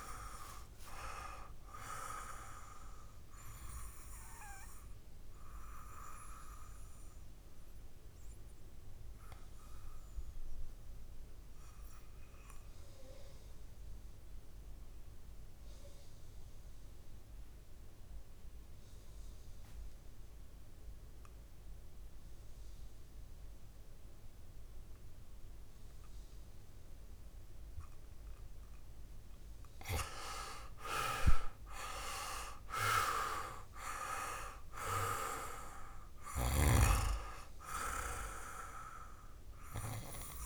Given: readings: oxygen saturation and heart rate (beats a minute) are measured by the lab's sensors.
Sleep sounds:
breathing in sleep by a room microphone; 1
0.00-7.00 s: oxygen desaturation (device-marked, oxygen 94% lowest, heart rate 55 extreme)
4.50-28.50 s: obstructive apnea (oxygen 99% before, 87% lowest, heart rate 59 before, 53 extreme, up 7 after)
25.00-40.45 s: oxygen desaturation (device-marked, oxygen 97% before, 87% lowest, heart rate 58 before, 53 extreme)
30.00-34.00 s: arousal
From the record:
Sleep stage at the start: N2 (light sleep); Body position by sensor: on the back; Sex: male

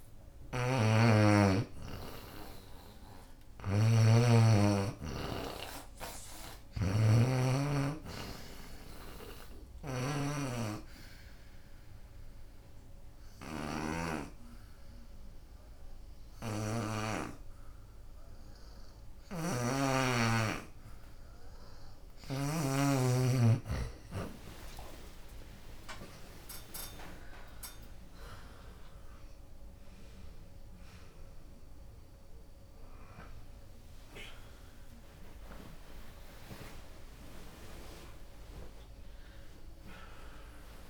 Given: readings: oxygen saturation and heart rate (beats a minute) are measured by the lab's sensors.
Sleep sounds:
a person partly awake in a sleep study, by a room microphone; 1
0.00-7.00 s: oxygen desaturation (device-marked, oxygen 82% lowest, heart rate 65 extreme)
10.50-22.50 s: obstructive apnea (oxygen 93% before, 83% lowest, heart rate 78 before, 65 extreme)
22.00-40.90 s: new sleep stage, awake
24.50-26.50 s: long interval between heartbeats (device-marked, heart rate 74 before, 93 extreme)
25.00-40.00 s: oxygen desaturation (device-marked, oxygen 91% before, 83% lowest, heart rate 76 before, 82 extreme)
26.50-28.50 s: long interval between heartbeats (device-marked, heart rate 77 before, 126 extreme)
27.00-36.00 s: drop in pulse transit time (device-marked, heart rate 80 before, 96 extreme)
From the record:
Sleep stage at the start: N2 (light sleep); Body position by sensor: on the back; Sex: female

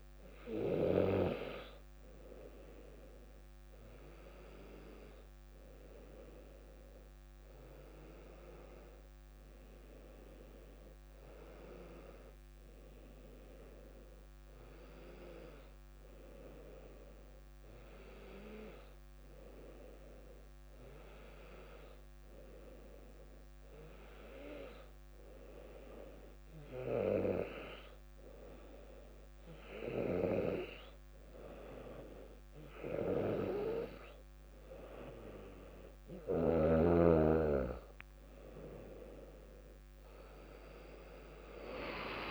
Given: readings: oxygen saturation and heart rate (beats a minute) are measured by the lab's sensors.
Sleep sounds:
breathing in sleep by a microphone on the trachea; none
none scored
From the record:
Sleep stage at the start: N2 (light sleep); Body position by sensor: on the back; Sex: female

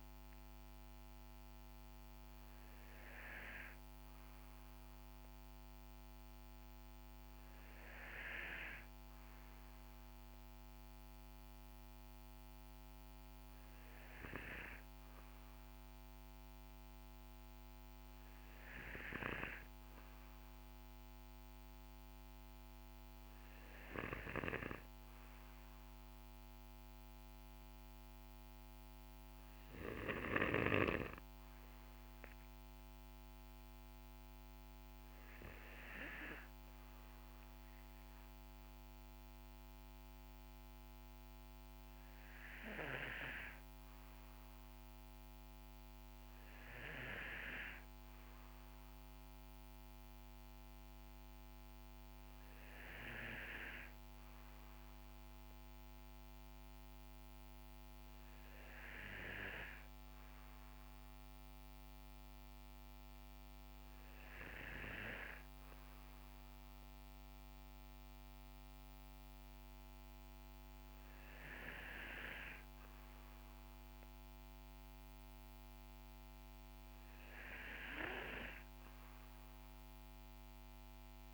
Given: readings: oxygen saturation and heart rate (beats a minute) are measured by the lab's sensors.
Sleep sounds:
breathing in sleep by a microphone on the trachea; none
none scored
From the record:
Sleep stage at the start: N2 (light sleep); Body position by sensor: on the back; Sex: male

